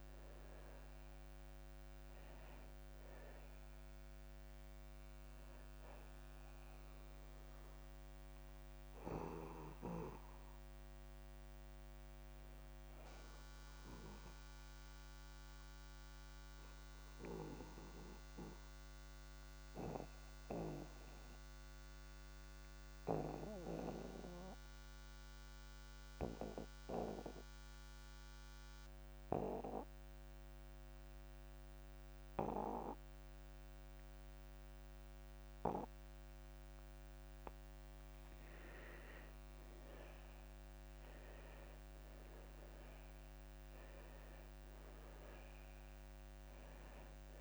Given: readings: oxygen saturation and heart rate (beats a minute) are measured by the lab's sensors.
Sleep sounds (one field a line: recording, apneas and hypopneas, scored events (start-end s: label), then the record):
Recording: breathing in sleep by a microphone on the trachea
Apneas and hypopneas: 1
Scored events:
0.00-16.50 s: oxygen desaturation (device-marked, oxygen 78% lowest)
14.50-38.00 s: obstructive apnea (oxygen 87% before, 83% lowest)
36.50-47.41 s: oxygen desaturation (device-marked, oxygen 99% before, 83% lowest)
39.50-43.50 s: arousal
From the record:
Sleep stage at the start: N2 (light sleep)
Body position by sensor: on the back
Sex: male